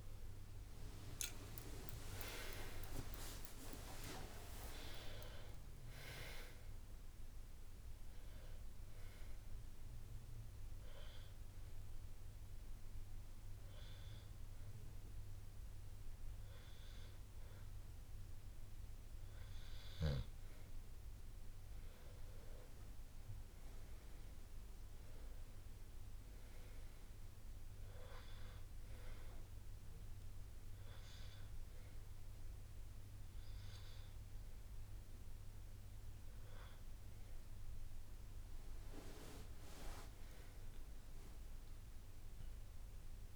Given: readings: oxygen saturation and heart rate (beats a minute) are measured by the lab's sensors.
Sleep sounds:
breathing in sleep by a room microphone; 1
11.00-21.00 s: hypopnea (oxygen 97% before, 92% lowest, heart rate 70 before, 60 extreme, up 8 after)
From the record:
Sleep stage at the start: N1 (lightest sleep); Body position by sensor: on the back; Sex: male

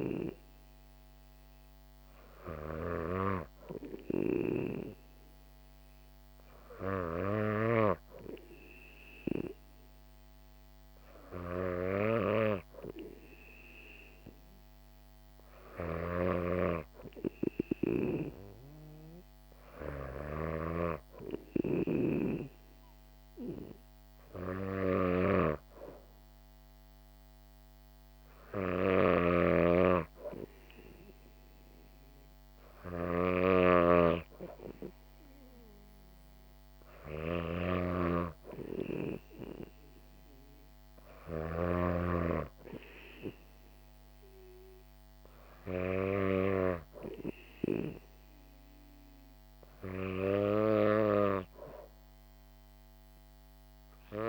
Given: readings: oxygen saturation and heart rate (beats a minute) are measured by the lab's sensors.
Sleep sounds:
breathing in sleep by a microphone on the trachea; none
16.00-42.00 s: snoring (device-marked)
From the record:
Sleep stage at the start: N2 (light sleep); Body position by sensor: on the back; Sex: female

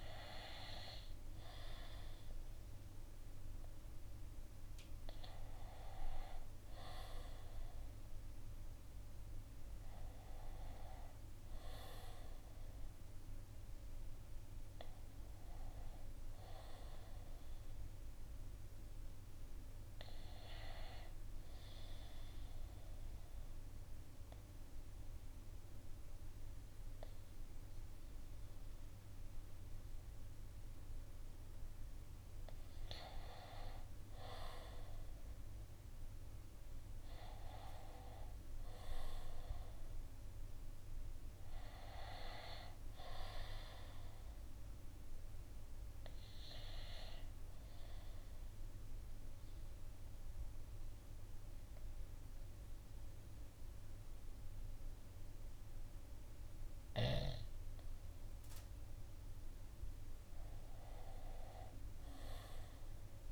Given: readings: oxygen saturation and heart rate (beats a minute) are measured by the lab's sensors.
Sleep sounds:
breathing in sleep by a room microphone; 2
21.00-31.50 s: obstructive apnea (oxygen 94% before, 90% lowest, heart rate 59 before, 55 extreme, up 3 after)
34.00-38.00 s: arousal
41.50-63.32 s: new sleep stage, N2 (light sleep)
42.50-60.50 s: oxygen desaturation (device-marked, oxygen 96% before, 91% lowest, heart rate 57 before, 54 extreme)
47.00-59.00 s: obstructive apnea (oxygen 96% before, 90% lowest, heart rate 57 before, 54 extreme, up 4 after)
61.00-63.32 s: arousal
From the record:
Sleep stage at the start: N1 (lightest sleep); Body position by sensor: on the right side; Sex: male

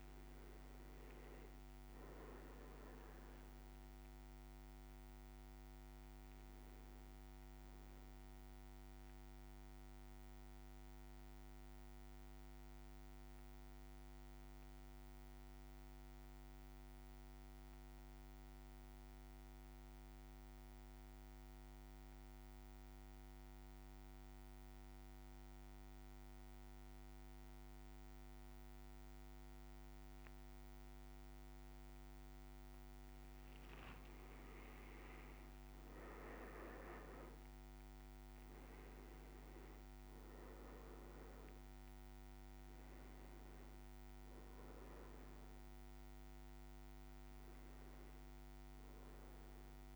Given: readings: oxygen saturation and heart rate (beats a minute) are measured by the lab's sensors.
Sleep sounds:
breathing in sleep, hard to hear, by a microphone on the trachea; 1
0.00-6.00 s: oxygen desaturation (device-marked, oxygen 95% lowest, heart rate 55 extreme)
2.00-6.00 s: arousal
8.00-32.50 s: central apnea (oxygen 100% before, 93% lowest, heart rate 58 before, 54 extreme, up 5 after)
32.50-35.00 s: leg movement (device-marked)
33.00-49.95 s: oxygen desaturation (device-marked, oxygen 100% before, 93% lowest, heart rate 56 before, 53 extreme)
34.00-39.00 s: arousal
From the record:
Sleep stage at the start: N1 (lightest sleep); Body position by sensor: on the back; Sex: male

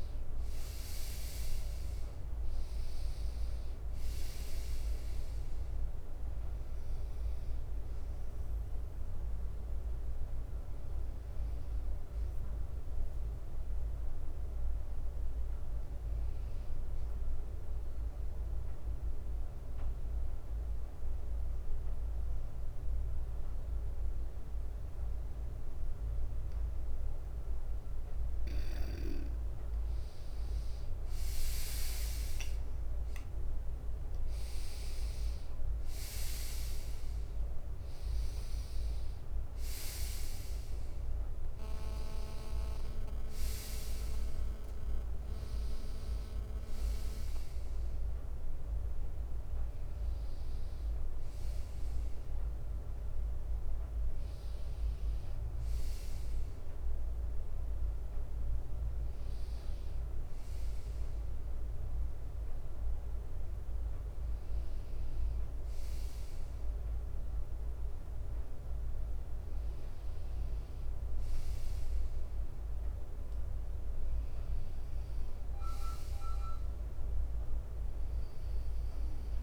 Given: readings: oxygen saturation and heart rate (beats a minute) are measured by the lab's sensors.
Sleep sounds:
breathing in sleep, hard to hear, by a room microphone; 1
11.50-13.50 s: leg movement (device-marked)
15.50-21.50 s: bradycardia (device-marked, heart rate 61 before, 59 extreme)
16.00-28.00 s: obstructive apnea (oxygen 98% before, 94% lowest, heart rate 62 before, 59 extreme, up 10 after)
30.50-32.50 s: long interval between heartbeats (device-marked, heart rate 60 before, 65 extreme)
32.00-34.00 s: leg movement (device-marked)
34.00-38.00 s: arousal
46.50-55.50 s: bradycardia (device-marked, heart rate 61 before, 59 extreme)
58.50-66.50 s: bradycardia (device-marked, heart rate 61 before, 58 extreme)
66.50-72.50 s: leg movement (device-marked)
77.50-79.43 s: bradycardia (device-marked, heart rate 61 before, 56 extreme)
From the record:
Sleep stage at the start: N2 (light sleep); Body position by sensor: on the right side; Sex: male

